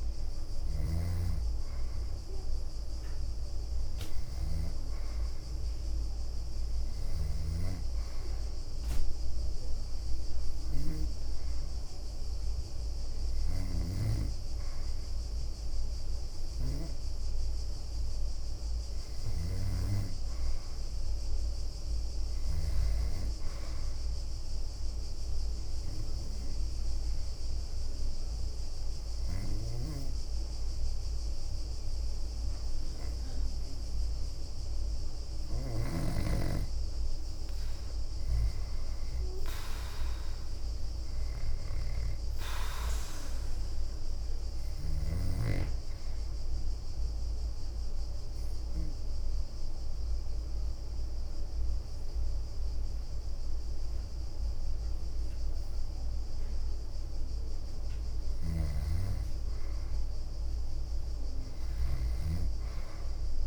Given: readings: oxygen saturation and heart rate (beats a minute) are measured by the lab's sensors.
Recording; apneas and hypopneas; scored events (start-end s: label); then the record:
breathing in sleep by a room microphone; 3
0.00-2.50 s: leg movement (device-marked)
0.00-6.50 s: oxygen desaturation (device-marked, oxygen 91% lowest, heart rate 64 extreme)
5.00-8.00 s: leg movement (device-marked)
8.00-18.50 s: obstructive apnea (oxygen 95% before, 90% lowest, heart rate 66 before, 66 extreme, up 1 after)
12.00-17.50 s: leg movement (device-marked)
20.50-24.00 s: leg movement (device-marked)
21.00-23.50 s: arousal
25.50-36.50 s: obstructive apnea (oxygen 95% before, 90% lowest, heart rate 68 before, 63 extreme, up 5 after)
26.50-31.00 s: leg movement (device-marked)
26.50-39.50 s: oxygen desaturation (device-marked, oxygen 94% before, 91% lowest, heart rate 68 before, 63 extreme)
33.00-38.00 s: leg movement (device-marked)
38.00-42.00 s: arousal
40.00-45.00 s: leg movement (device-marked)
41.50-58.50 s: oxygen desaturation (device-marked, oxygen 95% before, 90% lowest, heart rate 68 before, 62 extreme)
46.50-51.50 s: leg movement (device-marked)
47.00-57.00 s: obstructive apnea (oxygen 95% before, 90% lowest, heart rate 68 before, 62 extreme, up 5 after)
52.50-57.00 s: leg movement (device-marked)
58.50-62.50 s: leg movement (device-marked)
60.00-63.47 s: arousal
From the record:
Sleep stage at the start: N2 (light sleep); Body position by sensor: on the back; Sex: female